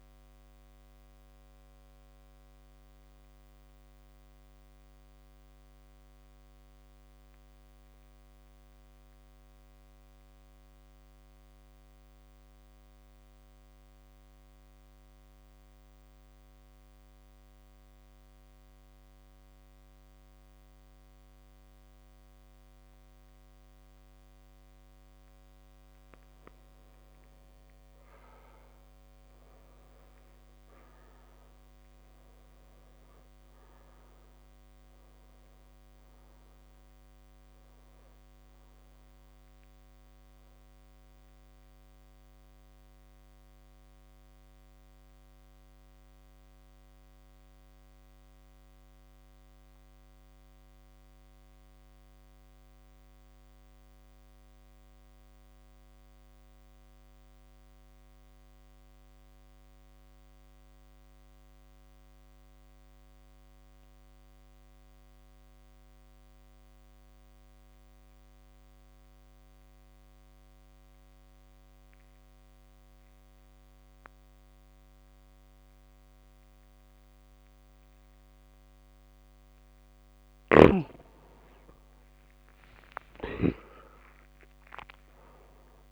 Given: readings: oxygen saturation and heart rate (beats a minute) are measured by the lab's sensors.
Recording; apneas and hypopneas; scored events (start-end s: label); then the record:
breathing in sleep, hard to hear, by a microphone on the trachea; 2
0.00-12.00 s: oxygen desaturation (device-marked, oxygen 90% lowest)
2.00-26.50 s: mixed apnea (oxygen 99% before, 90% lowest)
29.50-36.00 s: arousal
38.00-58.00 s: oxygen desaturation (device-marked, oxygen 99% before, 92% lowest)
43.00-80.00 s: mixed apnea (oxygen 99% before, 85% lowest)
52.00-54.00 s: long interval between heartbeats (device-marked)
79.00-85.91 s: oxygen desaturation (device-marked, oxygen 99% before, 85% lowest)
80.00-83.50 s: snoring (device-marked)
83.00-85.91 s: arousal
From the record:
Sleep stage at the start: N2 (light sleep); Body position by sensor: on the back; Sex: male